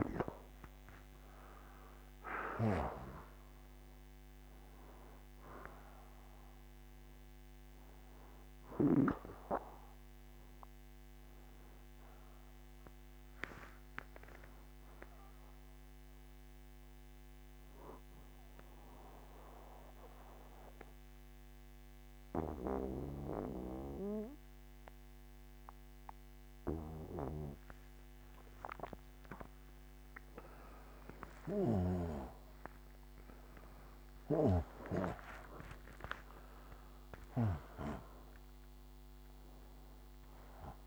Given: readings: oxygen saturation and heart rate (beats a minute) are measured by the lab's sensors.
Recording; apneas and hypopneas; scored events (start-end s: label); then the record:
breathing in sleep by a microphone on the trachea; 1
0.00-1.50 s: arousal
2.50-19.50 s: oxygen desaturation (device-marked, oxygen 96% before, 91% lowest, heart rate 71 before, 65 extreme)
14.00-29.00 s: obstructive apnea (oxygen 96% before, 88% lowest, heart rate 73 before, 61 extreme, up 28 after)
30.50-34.50 s: arousal
35.50-40.86 s: oxygen desaturation (device-marked, oxygen 96% before, 88% lowest, heart rate 73 before, 61 extreme)
From the record:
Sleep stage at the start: N2 (light sleep); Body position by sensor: on the right side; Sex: male